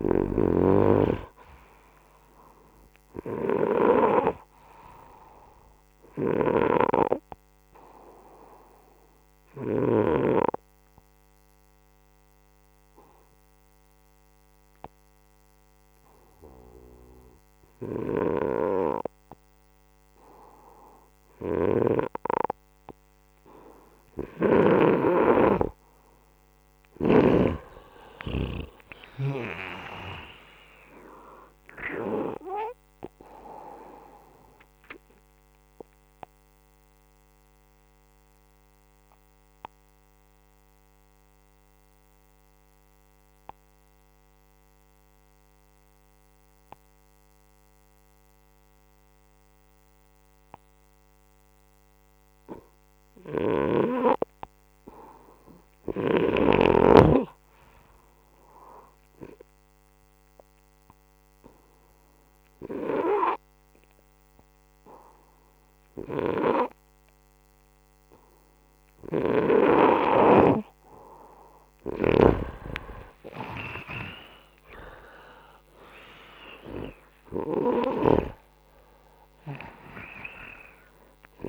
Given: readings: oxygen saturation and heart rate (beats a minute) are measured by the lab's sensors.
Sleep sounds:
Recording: breathing in sleep by a microphone on the trachea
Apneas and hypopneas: 3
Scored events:
0.00-22.50 s: oxygen desaturation (device-marked, oxygen 89% lowest, heart rate 61 extreme)
10.00-21.50 s: hypopnea (oxygen 96% before, 89% lowest, heart rate 68 before, 62 extreme, up 12 after)
21.00-24.50 s: snoring (device-marked)
26.00-30.50 s: arousal
35.00-52.00 s: obstructive apnea (oxygen 97% before, 87% lowest, heart rate 69 before, 61 extreme, up 10 after)
53.50-57.00 s: arousal
59.00-70.50 s: hypopnea (oxygen 98% before, 87% lowest, heart rate 63 before, 64 extreme, up 9 after)
60.50-81.49 s: oxygen desaturation (device-marked, oxygen 98% before, 89% lowest, heart rate 64 before, 64 extreme)
71.50-78.00 s: snoring (device-marked)
72.00-76.50 s: arousal
From the record:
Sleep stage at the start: N2 (light sleep)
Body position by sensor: upright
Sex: male

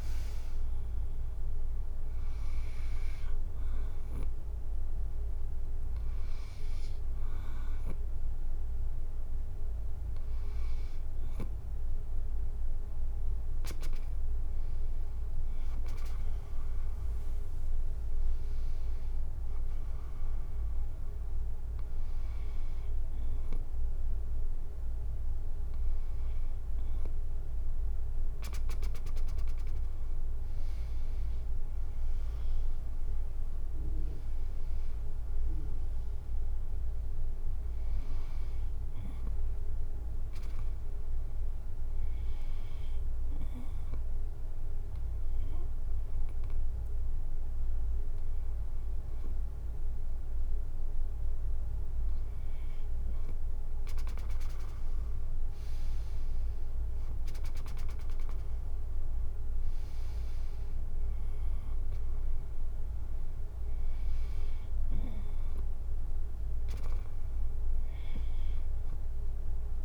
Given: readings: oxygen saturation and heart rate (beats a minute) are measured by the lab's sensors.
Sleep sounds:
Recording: breathing in sleep by a room microphone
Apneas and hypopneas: 1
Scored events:
31.00-35.50 s: arousal
42.00-52.50 s: hypopnea (oxygen 96% before, 94% lowest, heart rate 73 before, 67 extreme, up 10 after)
54.50-58.50 s: arousal
From the record:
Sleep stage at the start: N2 (light sleep)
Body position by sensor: on the right side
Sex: female

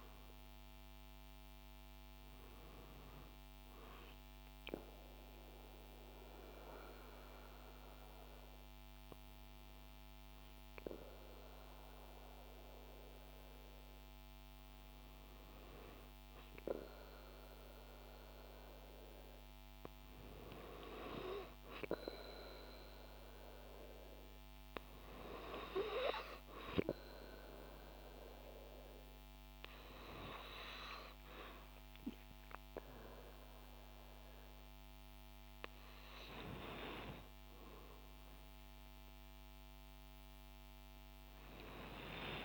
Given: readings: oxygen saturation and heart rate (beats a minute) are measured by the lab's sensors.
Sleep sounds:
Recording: breathing in sleep by a microphone on the trachea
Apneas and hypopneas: 1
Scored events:
2.50-42.45 s: new sleep stage, N2 (light sleep)
4.00-15.50 s: hypopnea (oxygen 96% before, 93% lowest, heart rate 59 before, 55 extreme, up 1 after)
18.00-22.50 s: arousal
From the record:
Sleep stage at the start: N1 (lightest sleep)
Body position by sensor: on the back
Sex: female

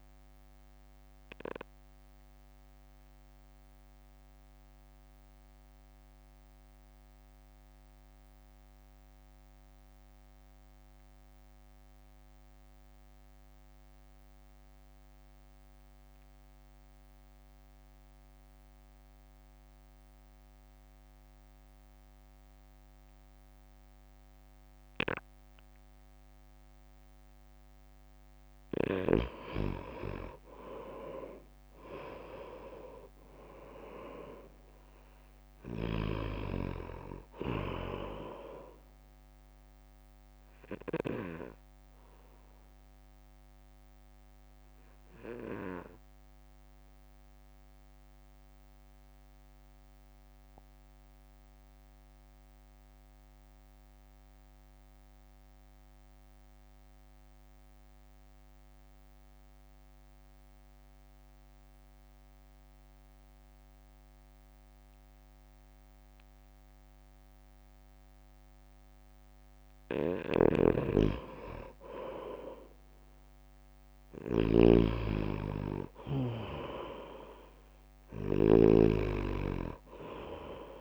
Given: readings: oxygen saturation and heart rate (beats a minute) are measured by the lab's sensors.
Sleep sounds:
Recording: breathing in sleep by a microphone on the trachea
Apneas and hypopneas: 2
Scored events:
0.00-3.50 s: drop in pulse transit time (device-marked, heart rate 47 extreme)
1.00-29.50 s: mixed apnea (oxygen 99% before, 89% lowest, heart rate 59 before, 47 extreme, up 2 after)
13.50-18.50 s: oxygen desaturation (device-marked, oxygen 93% before, 90% lowest, heart rate 56 before, 47 extreme)
27.50-44.50 s: oxygen desaturation (device-marked, oxygen 96% before, 91% lowest, heart rate 60 before, 47 extreme)
30.50-44.50 s: drop in pulse transit time (device-marked, heart rate 60 before, 47 extreme)
32.50-36.50 s: arousal
41.50-70.00 s: mixed apnea (oxygen 96% before, 89% lowest, heart rate 57 before, 52 extreme)
56.50-64.50 s: oxygen desaturation (device-marked, oxygen 92% before, 89% lowest, heart rate 53 before, 52 extreme)
70.00-80.81 s: snoring (device-marked)
72.50-76.00 s: arousal
74.50-80.81 s: oxygen desaturation (device-marked, oxygen 98% before, 92% lowest, heart rate 62 before, 52 extreme)
From the record:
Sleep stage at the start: N2 (light sleep)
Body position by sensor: on the right side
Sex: male

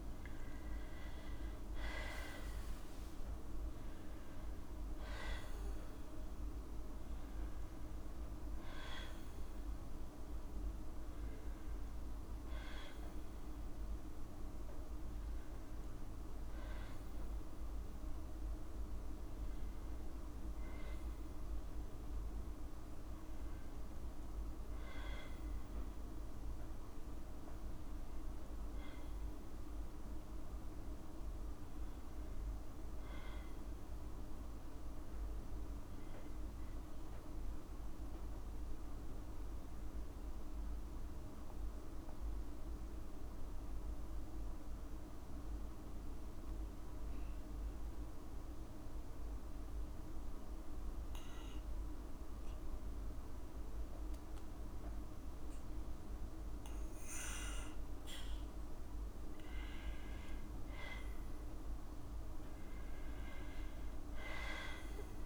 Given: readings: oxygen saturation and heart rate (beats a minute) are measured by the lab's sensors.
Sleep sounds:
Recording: breathing in sleep, hard to hear, by a room microphone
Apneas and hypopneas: 1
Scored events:
0.00-3.00 s: arousal
32.50-35.50 s: arousal
38.50-56.50 s: hypopnea (oxygen 97% before, 94% lowest, heart rate 72 before, 56 extreme, up 4 after)
60.50-64.50 s: arousal
From the record:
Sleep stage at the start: N2 (light sleep)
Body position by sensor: on the back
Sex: female

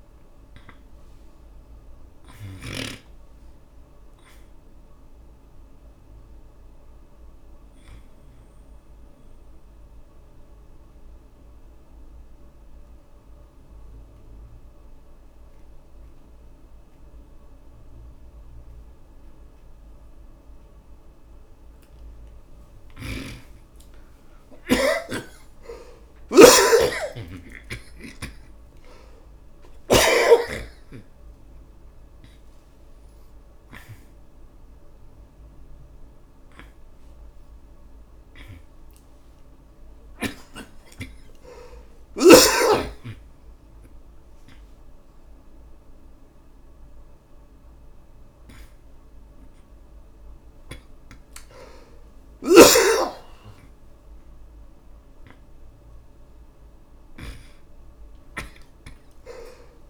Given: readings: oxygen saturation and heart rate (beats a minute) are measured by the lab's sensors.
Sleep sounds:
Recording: a person awake in a sleep study, by a room microphone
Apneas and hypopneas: 1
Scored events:
0.00-3.00 s: snoring (device-marked)
8.50-20.50 s: obstructive apnea (oxygen 97% before, 81% lowest)
22.50-29.50 s: oxygen desaturation (device-marked, oxygen 98% before, 95% lowest)
23.00-30.00 s: snoring (device-marked)
29.50-59.50 s: new sleep stage, awake
36.50-46.50 s: oxygen desaturation (device-marked, oxygen 97% before, 81% lowest)
52.50-59.90 s: snoring (device-marked)
59.50-59.90 s: new sleep stage, N2 (light sleep)
From the record:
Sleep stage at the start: N2 (light sleep)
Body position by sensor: on the back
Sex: male

